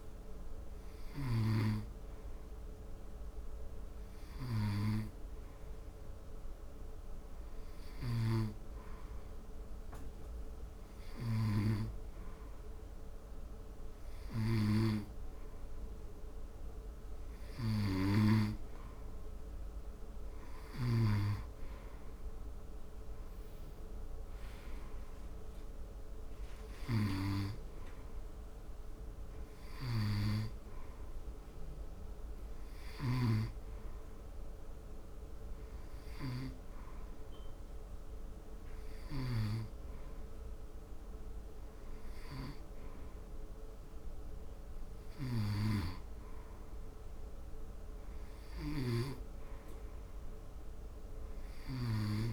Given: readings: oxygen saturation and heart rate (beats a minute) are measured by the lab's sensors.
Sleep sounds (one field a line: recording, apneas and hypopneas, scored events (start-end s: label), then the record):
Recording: breathing in sleep by a room microphone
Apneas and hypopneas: 1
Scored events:
0.00-5.00 s: oxygen desaturation (device-marked, oxygen 91% lowest, heart rate 72 extreme)
0.50-16.50 s: hypopnea (oxygen 96% before, 91% lowest, heart rate 75 before, 72 extreme, up 6 after)
2.00-52.33 s: new sleep stage, N2 (light sleep)
19.50-23.50 s: arousal
From the record:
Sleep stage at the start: N1 (lightest sleep)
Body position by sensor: on the front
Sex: male